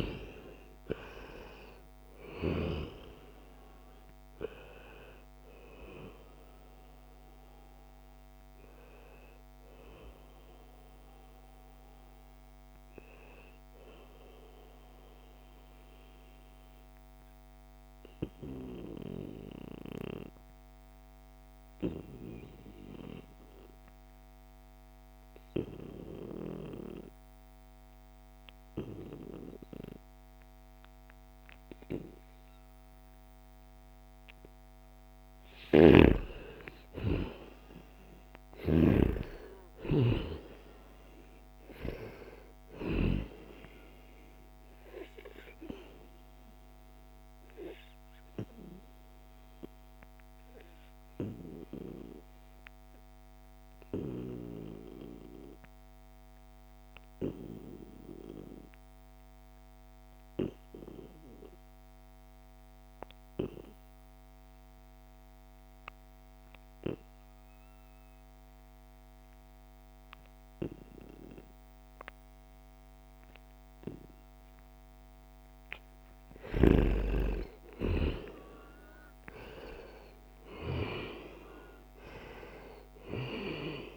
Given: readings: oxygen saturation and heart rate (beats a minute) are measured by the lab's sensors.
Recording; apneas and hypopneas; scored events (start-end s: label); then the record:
breathing in sleep by a microphone on the trachea; 2
0.00-19.50 s: oxygen desaturation (device-marked, oxygen 86% lowest, heart rate 68 extreme)
14.50-34.50 s: obstructive apnea (oxygen 95% before, 88% lowest, heart rate 77 before, 71 extreme, up 4 after)
35.00-38.50 s: snoring (device-marked)
35.50-40.00 s: arousal
36.50-57.50 s: oxygen desaturation (device-marked, oxygen 97% before, 91% lowest, heart rate 74 before, 69 extreme)
45.50-76.00 s: obstructive apnea (oxygen 97% before, 88% lowest, heart rate 74 before, 69 extreme, up 10 after)
70.50-83.97 s: oxygen desaturation (device-marked, oxygen 96% before, 88% lowest, heart rate 73 before, 69 extreme)
77.00-82.50 s: arousal
From the record:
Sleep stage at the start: N2 (light sleep); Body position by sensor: on the right side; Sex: male